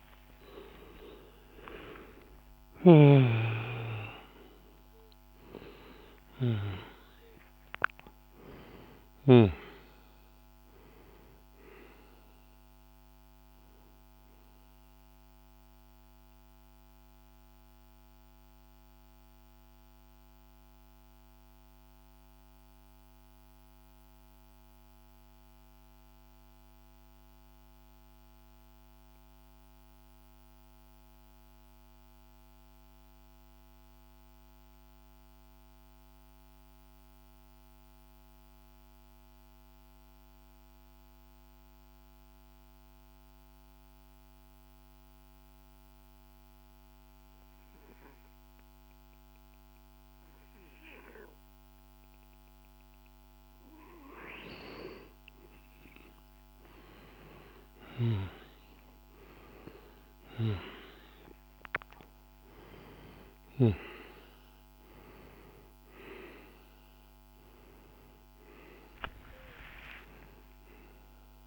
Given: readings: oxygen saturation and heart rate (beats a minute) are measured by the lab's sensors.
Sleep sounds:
breathing in sleep by a microphone on the trachea; 1
0.00-3.50 s: arousal
0.00-26.00 s: oxygen desaturation (device-marked, oxygen 86% lowest, heart rate 51 extreme)
1.50-8.50 s: snoring (device-marked)
15.00-54.50 s: mixed apnea (oxygen 97% before, 86% lowest, heart rate 79 before, 52 extreme)
45.00-71.46 s: oxygen desaturation (device-marked, oxygen 99% before, 86% lowest, heart rate 62 before, 52 extreme)
56.50-60.50 s: arousal
From the record:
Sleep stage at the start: N2 (light sleep); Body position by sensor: on the back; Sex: male

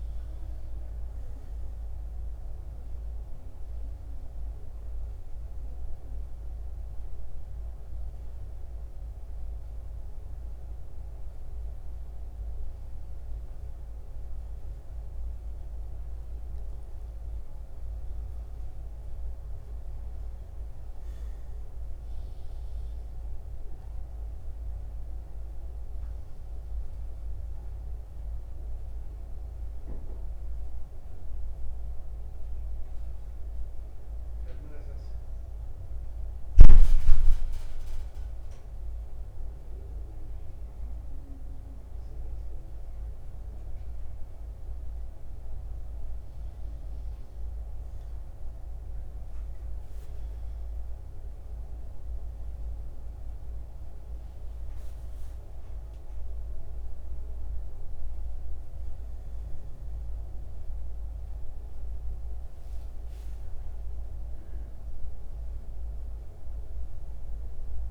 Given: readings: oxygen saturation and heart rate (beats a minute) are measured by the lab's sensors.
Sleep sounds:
a person partly awake in a sleep study, hard to hear, by a room microphone; none
7.50-67.50 s: new sleep stage, N1 (lightest sleep)
21.50-41.50 s: oxygen desaturation (device-marked, oxygen 95% before, 89% lowest, heart rate 79 before, 75 extreme)
43.50-48.50 s: arousal
52.50-67.91 s: oxygen desaturation (device-marked, oxygen 93% before, 89% lowest, heart rate 78 before, 69 extreme)
67.50-67.91 s: new sleep stage, N2 (light sleep)
From the record:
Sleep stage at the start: awake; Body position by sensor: on the back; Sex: male

